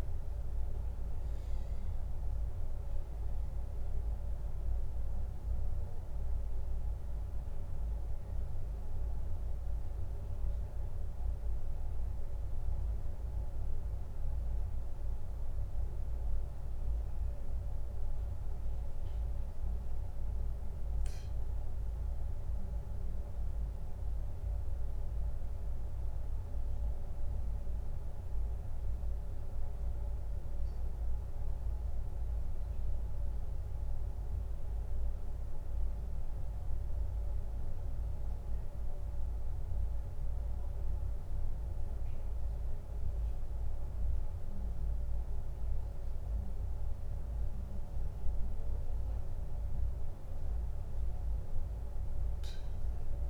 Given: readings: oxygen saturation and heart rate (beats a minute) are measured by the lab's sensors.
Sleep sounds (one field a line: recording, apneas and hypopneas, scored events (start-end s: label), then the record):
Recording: breathing in sleep, hard to hear, by a room microphone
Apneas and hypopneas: none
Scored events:
none scored
From the record:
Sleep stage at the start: N2 (light sleep)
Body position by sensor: on the back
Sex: male